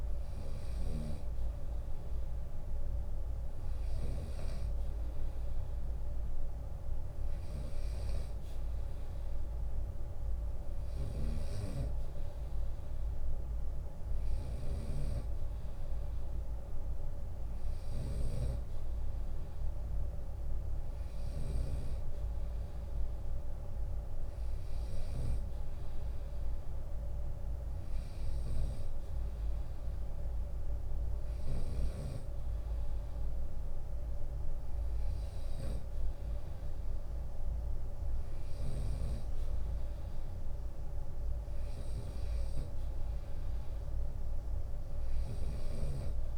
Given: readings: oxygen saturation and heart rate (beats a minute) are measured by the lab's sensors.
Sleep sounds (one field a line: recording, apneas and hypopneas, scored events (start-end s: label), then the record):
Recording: breathing in sleep by a room microphone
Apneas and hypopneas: none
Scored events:
0.00-3.50 s: snoring (device-marked)
10.00-21.00 s: snoring (device-marked)
44.50-46.38 s: snoring (device-marked)
From the record:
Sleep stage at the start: N2 (light sleep)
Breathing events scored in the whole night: 224 in 3.9 hours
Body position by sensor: on the right side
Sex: male